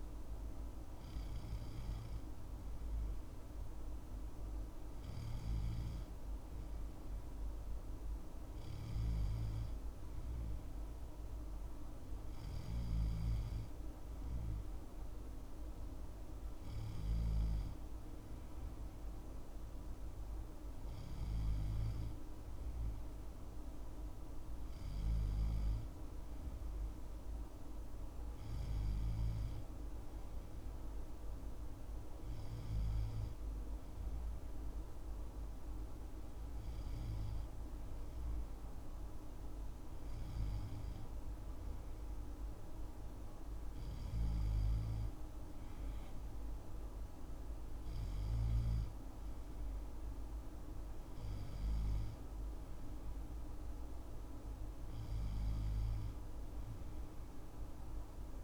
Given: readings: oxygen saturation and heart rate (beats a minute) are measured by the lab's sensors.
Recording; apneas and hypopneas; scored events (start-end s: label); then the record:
breathing in sleep, hard to hear, by a room microphone; none
none scored
From the record:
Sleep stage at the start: N2 (light sleep); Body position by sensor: on the left side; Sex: male